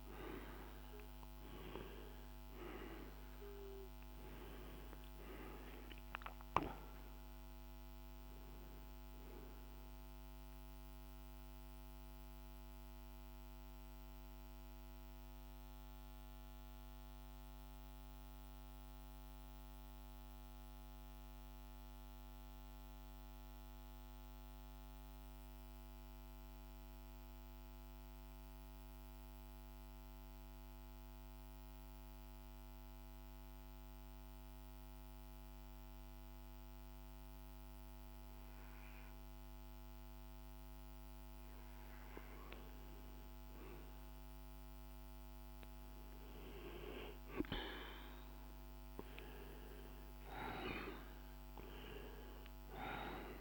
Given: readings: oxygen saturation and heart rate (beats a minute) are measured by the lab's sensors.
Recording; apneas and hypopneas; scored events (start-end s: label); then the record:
breathing in sleep by a microphone on the trachea; 1
0.00-2.00 s: arousal
0.00-18.50 s: oxygen desaturation (device-marked, oxygen 89% lowest, heart rate 50 extreme)
9.50-41.00 s: central apnea (oxygen 99% before, 89% lowest, heart rate 54 before, 50 extreme, up 3 after)
35.50-53.41 s: oxygen desaturation (device-marked, oxygen 99% before, 89% lowest, heart rate 50 before, 49 extreme)
48.50-53.00 s: arousal
From the record:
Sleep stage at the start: N2 (light sleep); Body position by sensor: on the back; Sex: male